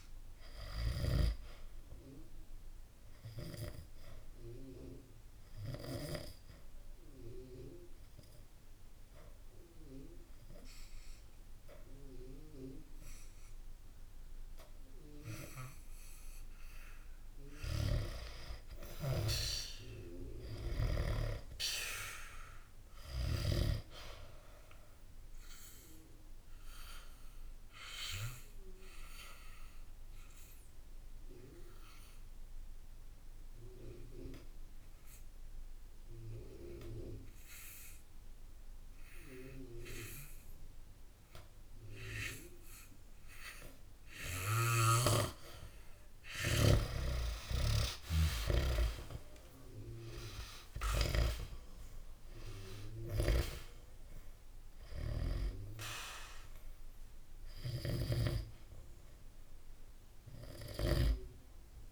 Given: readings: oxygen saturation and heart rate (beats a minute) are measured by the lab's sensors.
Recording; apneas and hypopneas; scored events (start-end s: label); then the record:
breathing in sleep by a room microphone; 2
0.00-17.50 s: oxygen desaturation (device-marked, oxygen 91% lowest, heart rate 58 extreme)
1.50-16.00 s: obstructive apnea (oxygen 97% before, 89% lowest, heart rate 68 before, 58 extreme, up 13 after)
18.50-21.50 s: arousal
18.50-23.50 s: snoring (device-marked)
26.50-45.00 s: obstructive apnea (oxygen 97% before, 89% lowest, heart rate 65 before, 66 extreme, up 3 after)
31.50-40.50 s: oxygen desaturation (device-marked, oxygen 97% before, 92% lowest, heart rate 67 before, 66 extreme)
46.50-58.00 s: snoring (device-marked)
47.00-51.50 s: arousal
47.50-61.91 s: oxygen desaturation (device-marked, oxygen 96% before, 89% lowest, heart rate 67 before, 64 extreme)
From the record:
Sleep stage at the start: N2 (light sleep); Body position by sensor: on the back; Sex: male